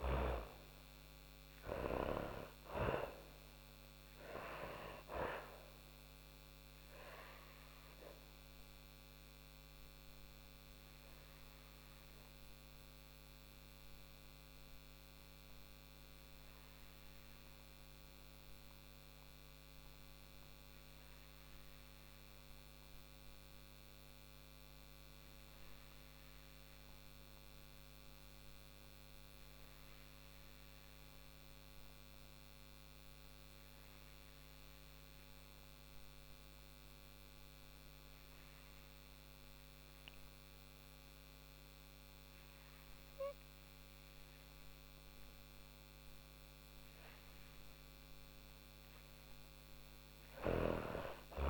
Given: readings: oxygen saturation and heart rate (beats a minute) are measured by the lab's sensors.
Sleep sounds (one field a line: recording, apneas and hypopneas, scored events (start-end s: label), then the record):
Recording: breathing in sleep by a microphone on the trachea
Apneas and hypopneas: 1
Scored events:
0.00-24.00 s: oxygen desaturation (device-marked, oxygen 85% lowest, heart rate 45 extreme)
1.00-22.00 s: obstructive apnea (oxygen 98% before, 85% lowest, heart rate 79 before, 45 extreme, up 25 after)
24.50-29.00 s: arousal
38.00-51.50 s: oxygen desaturation (device-marked, oxygen 98% before, 86% lowest, heart rate 57 before, 38 extreme)
48.50-51.50 s: snoring (device-marked)
50.00-51.50 s: arousal
From the record:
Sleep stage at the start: N2 (light sleep)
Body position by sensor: on the back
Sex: female